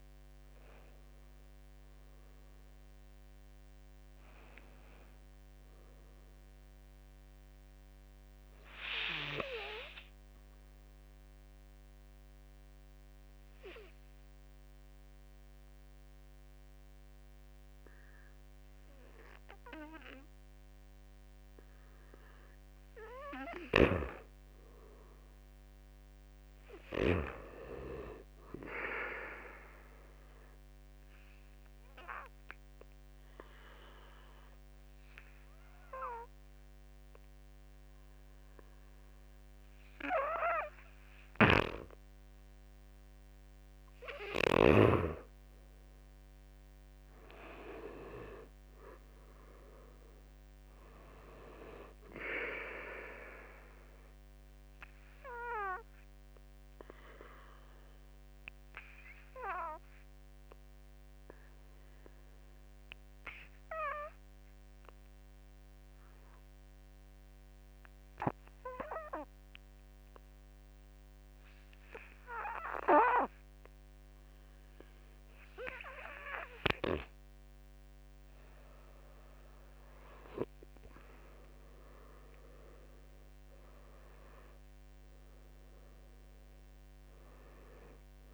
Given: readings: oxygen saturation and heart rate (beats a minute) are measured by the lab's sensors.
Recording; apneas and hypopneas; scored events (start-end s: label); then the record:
breathing in sleep by a microphone on the trachea; 3
0.00-4.50 s: drop in pulse transit time (device-marked, heart rate 58 extreme)
0.00-12.50 s: oxygen desaturation (device-marked, oxygen 85% lowest, heart rate 47 extreme)
10.00-22.50 s: obstructive apnea (oxygen 94% before, 87% lowest, heart rate 60 before, 47 extreme, up 8 after)
23.50-26.50 s: arousal
29.50-43.50 s: oxygen desaturation (device-marked, oxygen 99% before, 90% lowest, heart rate 51 before, 50 extreme)
30.50-43.00 s: obstructive apnea (oxygen 100% before, 89% lowest, heart rate 51 before, 50 extreme, up 8 after)
45.50-48.50 s: arousal
49.50-70.50 s: oxygen desaturation (device-marked, oxygen 97% before, 90% lowest, heart rate 54 before, 46 extreme)
54.50-75.50 s: obstructive apnea (oxygen 98% before, 89% lowest, heart rate 56 before, 46 extreme, up 8 after)
77.00-80.50 s: arousal
79.50-88.34 s: oxygen desaturation (device-marked, oxygen 98% before, 89% lowest, heart rate 53 before, 46 extreme)
82.50-88.34 s: drop in pulse transit time (device-marked, heart rate 54 before, 46 extreme)
From the record:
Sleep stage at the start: N2 (light sleep); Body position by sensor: on the back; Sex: male